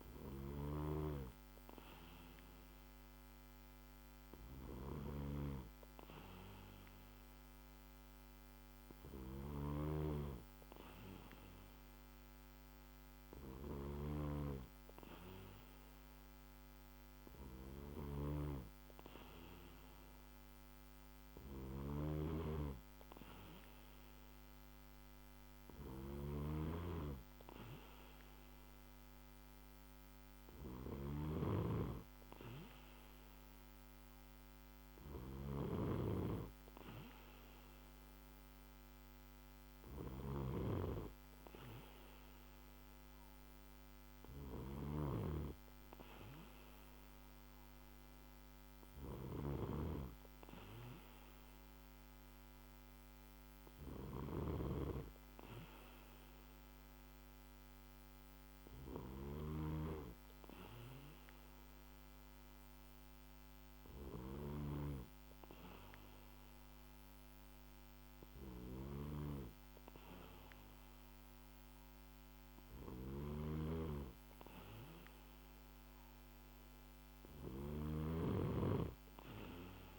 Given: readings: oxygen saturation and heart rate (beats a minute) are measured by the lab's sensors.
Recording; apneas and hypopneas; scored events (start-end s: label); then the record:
breathing in sleep by a microphone on the trachea; none
77.50-79.99 s: snoring (device-marked)
From the record:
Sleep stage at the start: N2 (light sleep); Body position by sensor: on the back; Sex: male